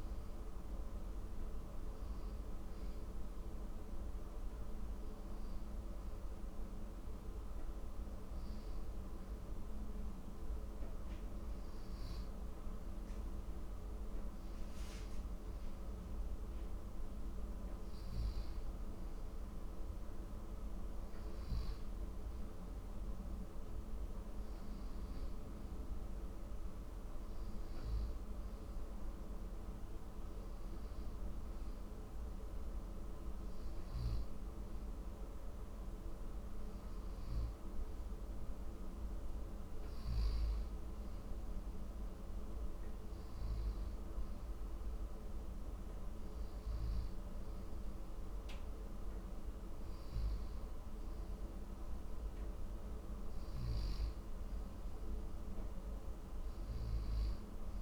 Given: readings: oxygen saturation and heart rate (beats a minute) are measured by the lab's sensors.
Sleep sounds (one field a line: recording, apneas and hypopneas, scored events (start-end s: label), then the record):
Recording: breathing in sleep, hard to hear, by a room microphone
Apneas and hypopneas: none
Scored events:
37.00-42.00 s: arousal
From the record:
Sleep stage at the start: N1 (lightest sleep)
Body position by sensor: on the back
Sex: male